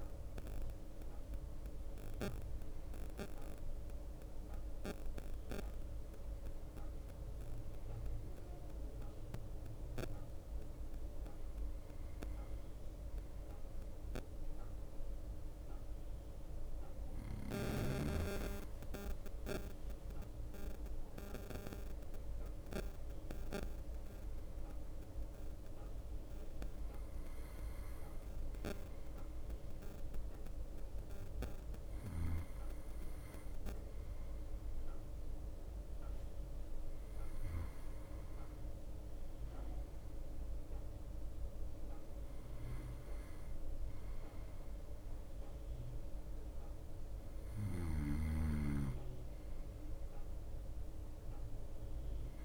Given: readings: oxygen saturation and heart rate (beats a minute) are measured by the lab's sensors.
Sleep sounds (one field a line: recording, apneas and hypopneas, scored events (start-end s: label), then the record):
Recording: breathing in sleep by a room microphone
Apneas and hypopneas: none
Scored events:
0.00-5.00 s: drop in pulse transit time (device-marked, heart rate 63 extreme)
13.00-19.00 s: bradycardia (device-marked, heart rate 56 before, 59 extreme)
27.00-37.00 s: bradycardia (device-marked, heart rate 57 before, 57 extreme)
43.00-49.00 s: bradycardia (device-marked, heart rate 59 before, 59 extreme)
48.00-52.45 s: snoring (device-marked)
From the record:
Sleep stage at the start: N2 (light sleep)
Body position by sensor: on the right side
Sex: male